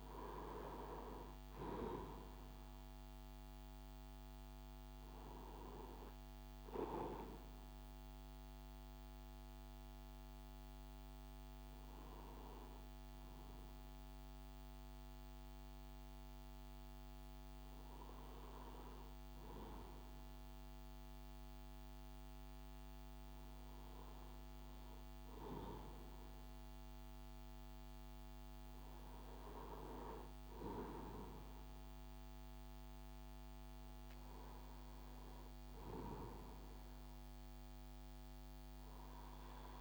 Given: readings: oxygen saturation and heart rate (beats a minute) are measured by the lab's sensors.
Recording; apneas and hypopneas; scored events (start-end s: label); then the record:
breathing in sleep by a microphone on the trachea; none
none scored
From the record:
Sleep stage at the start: REM sleep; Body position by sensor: on the right side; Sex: male